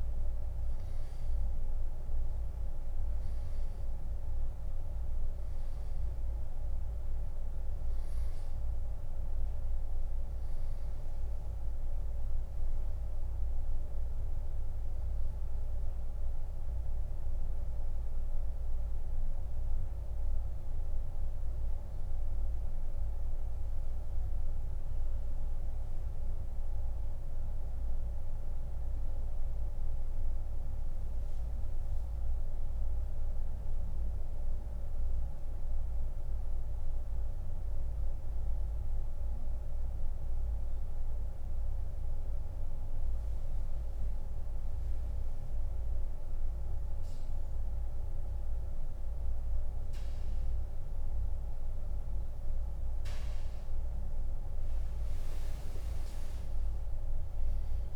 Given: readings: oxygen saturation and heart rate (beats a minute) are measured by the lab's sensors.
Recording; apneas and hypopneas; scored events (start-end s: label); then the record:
breathing in sleep, hard to hear, by a room microphone; 1
17.00-48.00 s: mixed apnea (oxygen 98% before, 89% lowest, heart rate 86 before, 71 extreme, up 7 after)
17.50-46.50 s: oxygen desaturation (device-marked, oxygen 97% before, 89% lowest, heart rate 85 before, 71 extreme)
51.00-54.50 s: arousal
From the record:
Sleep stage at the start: N2 (light sleep); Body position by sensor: on the back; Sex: male